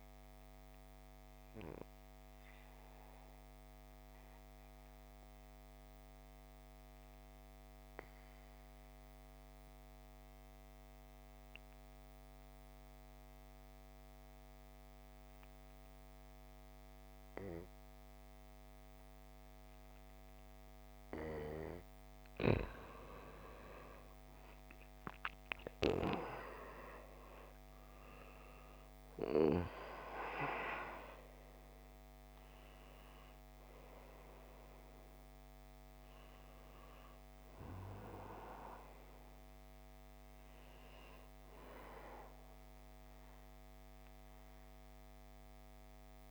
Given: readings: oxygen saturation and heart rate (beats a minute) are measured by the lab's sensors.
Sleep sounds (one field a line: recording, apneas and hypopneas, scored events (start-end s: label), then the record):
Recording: breathing in sleep by a microphone on the trachea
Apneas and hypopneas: 1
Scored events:
0.00-12.00 s: oxygen desaturation (device-marked, oxygen 92% lowest, heart rate 52 extreme)
1.50-22.00 s: mixed apnea (oxygen 97% before, 86% lowest, heart rate 59 before, 52 extreme, up 15 after)
22.00-46.31 s: oxygen desaturation (device-marked, oxygen 97% before, 86% lowest, heart rate 54 before, 50 extreme)
24.00-28.00 s: arousal
From the record:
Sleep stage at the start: N2 (light sleep)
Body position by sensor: on the back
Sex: male